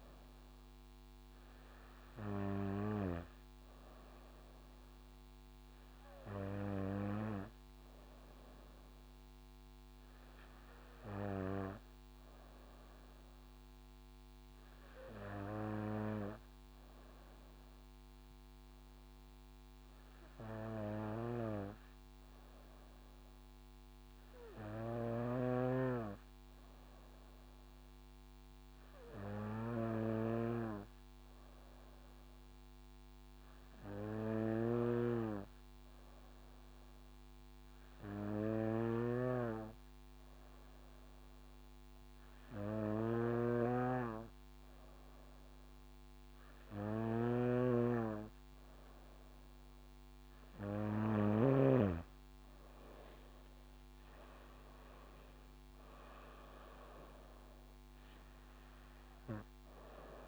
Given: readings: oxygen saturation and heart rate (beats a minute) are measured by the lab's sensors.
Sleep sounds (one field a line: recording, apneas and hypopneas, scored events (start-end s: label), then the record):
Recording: breathing in sleep by a microphone on the trachea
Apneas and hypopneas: 1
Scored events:
32.00-49.00 s: hypopnea (oxygen 96% before, 93% lowest, heart rate 63 before, 55 extreme, up 8 after)
34.50-51.50 s: snoring (device-marked)
53.00-57.00 s: arousal
From the record:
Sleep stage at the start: N2 (light sleep)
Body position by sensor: on the back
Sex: female